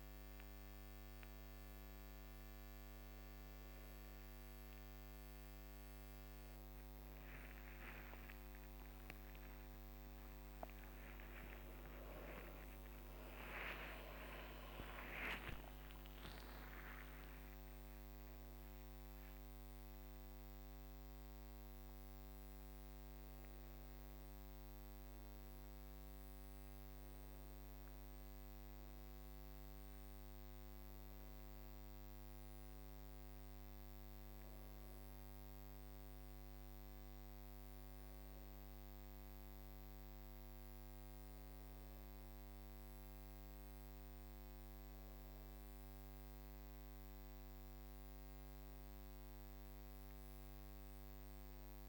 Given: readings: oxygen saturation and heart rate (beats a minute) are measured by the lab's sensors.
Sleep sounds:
a person awake in a sleep study, by a microphone on the trachea; none
40.00-51.89 s: new sleep stage, N1 (lightest sleep)
From the record:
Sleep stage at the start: awake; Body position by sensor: on the back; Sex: female

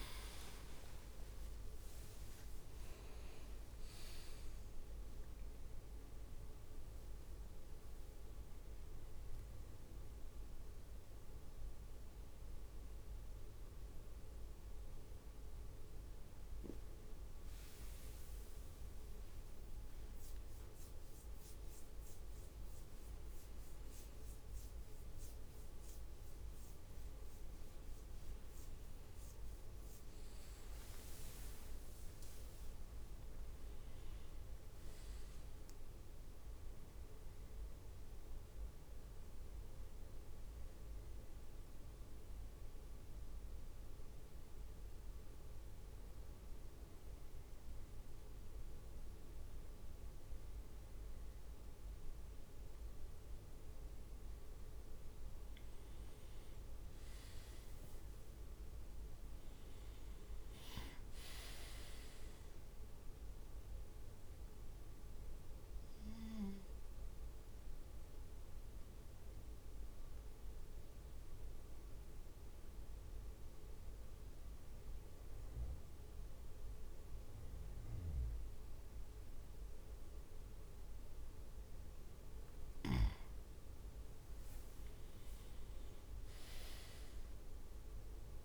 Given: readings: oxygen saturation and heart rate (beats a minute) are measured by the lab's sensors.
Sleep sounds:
breathing in sleep, hard to hear, by a room microphone; 3
0.00-2.50 s: leg movement (device-marked)
0.00-10.00 s: drop in pulse transit time (device-marked, heart rate 63 extreme)
0.00-11.00 s: oxygen desaturation (device-marked, oxygen 94% lowest, heart rate 54 extreme)
2.00-62.00 s: new sleep stage, N1 (lightest sleep)
6.50-8.00 s: leg movement (device-marked)
12.00-24.50 s: mixed apnea (oxygen 99% before, 97% lowest, heart rate 66 before, 53 extreme, up 10 after)
26.50-30.00 s: arousal
34.50-35.50 s: leg movement (device-marked)
42.00-55.00 s: central apnea (oxygen 100% before, 97% lowest, heart rate 63 before, 52 extreme, up 6 after)
57.00-59.50 s: leg movement (device-marked)
57.00-60.00 s: arousal
60.00-72.00 s: drop in pulse transit time (device-marked, heart rate 56 before, 52 extreme)
62.00-88.45 s: new sleep stage, N2 (light sleep)
64.50-82.50 s: mixed apnea (oxygen 99% before, 96% lowest, heart rate 56 before, 52 extreme, up 4 after)
83.50-85.50 s: leg movement (device-marked)
84.50-87.50 s: arousal
From the record:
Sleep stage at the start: N2 (light sleep); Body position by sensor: on the right side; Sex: male

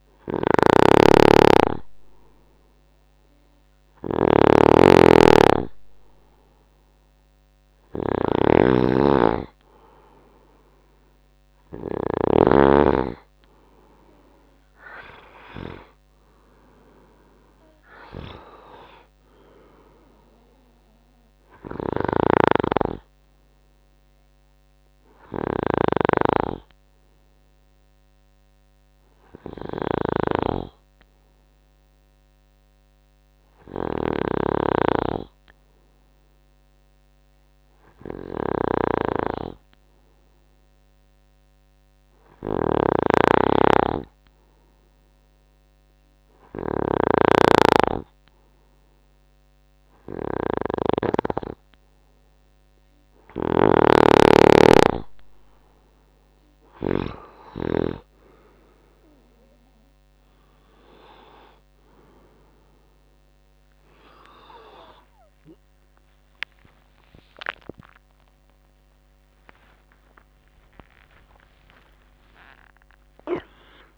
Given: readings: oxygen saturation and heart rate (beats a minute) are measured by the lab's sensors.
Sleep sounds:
breathing in sleep by a microphone on the trachea; 1
0.00-12.00 s: snoring (device-marked)
11.50-14.50 s: tachycardia (device-marked, heart rate 80 before, 100 extreme)
15.50-20.00 s: arousal
21.50-57.00 s: snoring (device-marked)
26.50-54.00 s: hypopnea (oxygen 97% before, 93% lowest, heart rate 88 before, 68 extreme, up 7 after)
48.50-70.50 s: oxygen desaturation (device-marked, oxygen 99% before, 93% lowest, heart rate 70 before, 71 extreme)
63.50-73.98 s: tachycardia (device-marked, heart rate 79 before, 128 extreme)
65.50-73.98 s: new sleep stage, awake
From the record:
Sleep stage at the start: N2 (light sleep); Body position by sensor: on the right side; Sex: male

